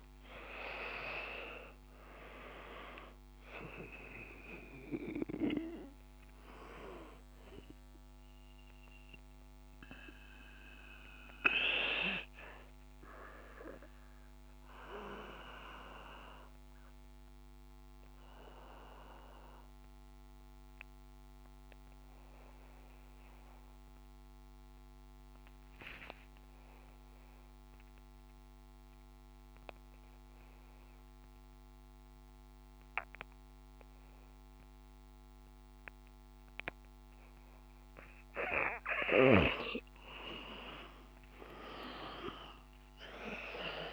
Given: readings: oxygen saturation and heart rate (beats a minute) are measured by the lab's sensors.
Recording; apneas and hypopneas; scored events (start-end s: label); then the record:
breathing in sleep by a microphone on the trachea; 1
0.00-1.00 s: arousal
0.00-29.50 s: oxygen desaturation (device-marked, oxygen 89% lowest, heart rate 52 extreme)
16.00-36.50 s: obstructive apnea (oxygen 97% before, 88% lowest, heart rate 57 before, 53 extreme, up 2 after)
40.00-43.93 s: arousal
From the record:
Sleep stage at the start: N2 (light sleep); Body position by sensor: on the back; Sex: male